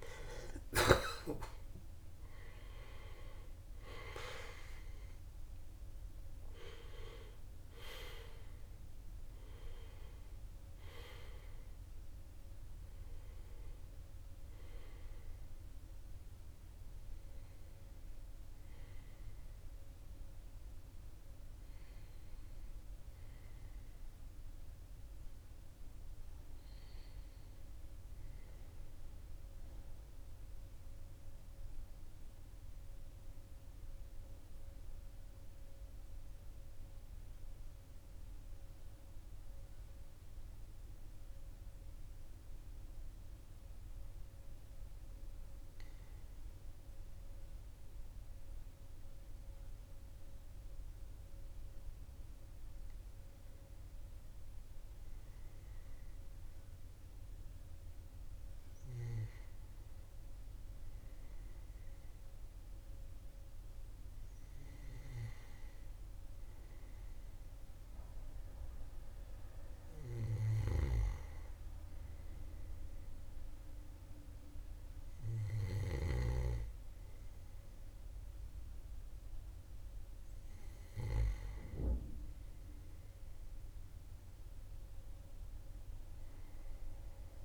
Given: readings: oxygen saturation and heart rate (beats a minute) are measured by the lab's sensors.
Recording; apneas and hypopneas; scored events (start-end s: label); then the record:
breathing in sleep by a room microphone; 1
0.00-4.50 s: arousal
0.00-38.50 s: oxygen desaturation (device-marked, oxygen 79% lowest, heart rate 40 extreme)
29.00-51.00 s: mixed apnea (oxygen 90% before, 79% lowest, heart rate 53 before, 43 extreme, up 1 after)
54.00-57.50 s: arousal
From the record:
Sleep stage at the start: N1 (lightest sleep); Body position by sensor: on the back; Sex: male